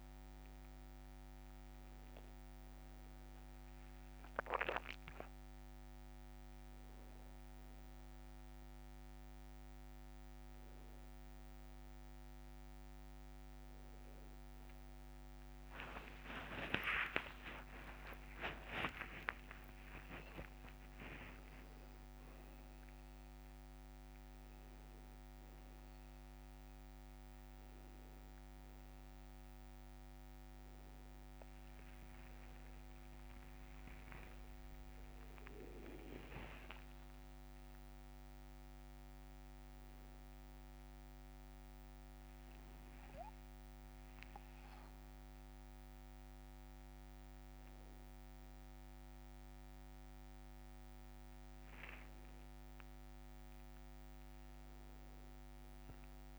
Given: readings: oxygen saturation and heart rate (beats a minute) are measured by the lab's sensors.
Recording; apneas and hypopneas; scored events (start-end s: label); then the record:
a person awake in a sleep study, by a microphone on the trachea; none
14.50-44.50 s: new sleep stage, awake
15.50-21.50 s: tachycardia (device-marked, heart rate 69 before, 116 extreme)
18.00-20.00 s: long interval between heartbeats (device-marked, heart rate 65 before, 97 extreme)
20.00-22.00 s: long interval between heartbeats (device-marked, heart rate 69 before, 116 extreme)
44.50-56.39 s: new sleep stage, N1 (lightest sleep)
From the record:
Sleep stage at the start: N1 (lightest sleep); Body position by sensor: on the back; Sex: male